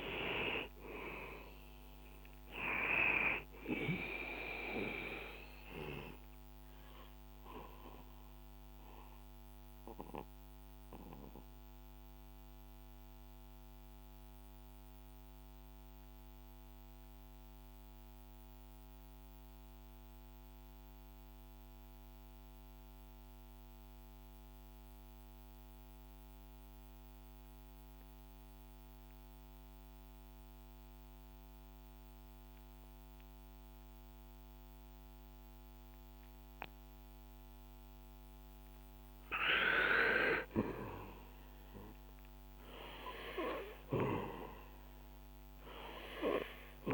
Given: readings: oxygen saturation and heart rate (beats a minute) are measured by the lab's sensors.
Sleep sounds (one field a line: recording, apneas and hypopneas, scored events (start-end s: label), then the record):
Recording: breathing in sleep by a microphone on the trachea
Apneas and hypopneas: 1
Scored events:
0.00-26.50 s: oxygen desaturation (device-marked, oxygen 89% lowest, heart rate 57 extreme)
5.00-39.00 s: mixed apnea (oxygen 98% before, 89% lowest, heart rate 65 before, 57 extreme, up 3 after)
41.00-44.00 s: arousal
43.50-46.94 s: oxygen desaturation (device-marked, oxygen 98% before, 90% lowest, heart rate 64 before, 61 extreme)
From the record:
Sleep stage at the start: N2 (light sleep)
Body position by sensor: on the back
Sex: male